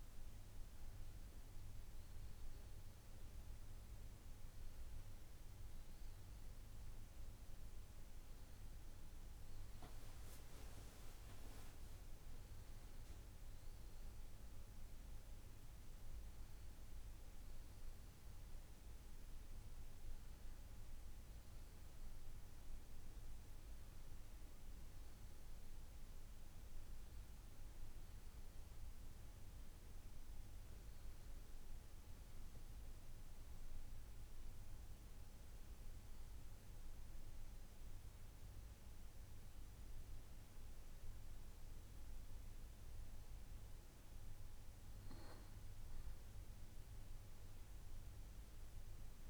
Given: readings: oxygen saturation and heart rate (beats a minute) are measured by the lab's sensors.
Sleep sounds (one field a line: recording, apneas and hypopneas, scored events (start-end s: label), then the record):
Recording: breathing in sleep, hard to hear, by a room microphone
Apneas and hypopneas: none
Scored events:
none scored
From the record:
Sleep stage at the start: N2 (light sleep)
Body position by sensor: on the back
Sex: male